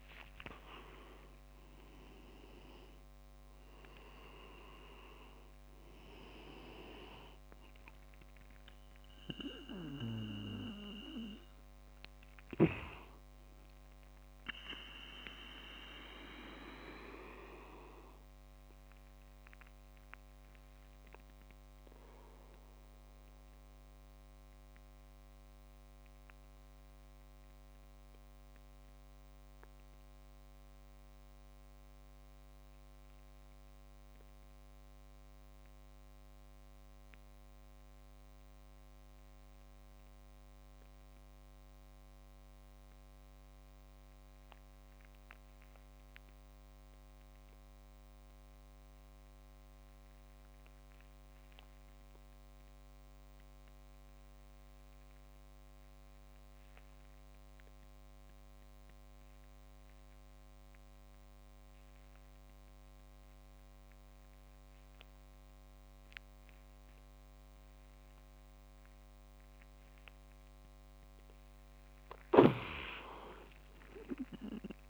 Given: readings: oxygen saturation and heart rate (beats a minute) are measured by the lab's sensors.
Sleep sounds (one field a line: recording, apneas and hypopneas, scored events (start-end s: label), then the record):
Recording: breathing in sleep by a microphone on the trachea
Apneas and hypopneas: 1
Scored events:
0.00-2.00 s: leg movement (device-marked)
15.50-70.00 s: obstructive apnea (oxygen 100% before, 94% lowest, heart rate 78 before, 53 extreme, up 26 after)
22.00-32.00 s: oxygen desaturation (device-marked, oxygen 99% before, 96% lowest, heart rate 64 before, 53 extreme)
49.00-74.90 s: oxygen desaturation (device-marked, oxygen 99% before, 94% lowest, heart rate 55 before, 53 extreme)
73.50-74.90 s: arousal
From the record:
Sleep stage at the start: REM sleep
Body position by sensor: on the back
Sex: male